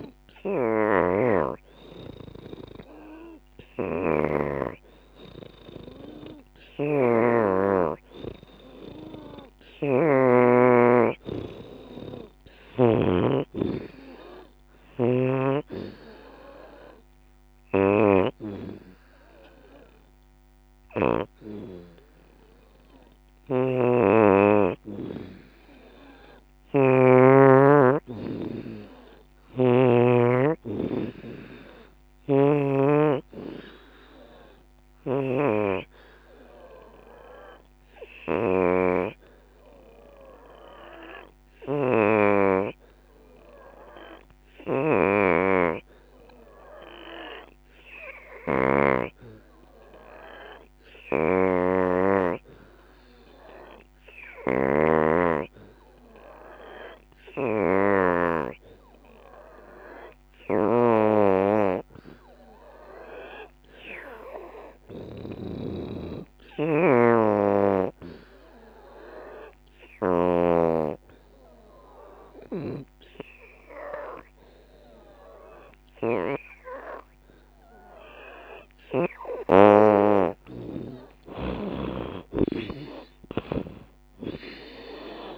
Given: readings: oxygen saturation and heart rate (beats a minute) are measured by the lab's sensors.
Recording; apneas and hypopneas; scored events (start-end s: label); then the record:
breathing in sleep by a microphone on the trachea; 1
0.00-12.00 s: oxygen desaturation (device-marked, oxygen 84% lowest, heart rate 69 extreme)
11.00-21.00 s: drop in pulse transit time (device-marked, heart rate 74 before, 76 extreme)
23.00-27.00 s: arousal
31.50-78.00 s: obstructive apnea (oxygen 88% before, 79% lowest, heart rate 77 before, 68 extreme, up 16 after)
32.00-47.00 s: oxygen desaturation (device-marked, oxygen 89% before, 84% lowest, heart rate 78 before, 68 extreme)
49.00-82.00 s: oxygen desaturation (device-marked, oxygen 87% before, 81% lowest, heart rate 77 before, 68 extreme)
80.00-85.38 s: drop in pulse transit time (device-marked, heart rate 77 before, 76 extreme)
82.00-85.38 s: arousal
84.00-85.38 s: oxygen desaturation (device-marked, oxygen 84% before, 79% lowest, heart rate 78 before, 64 extreme)
From the record:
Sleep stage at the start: N2 (light sleep); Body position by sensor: on the back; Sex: female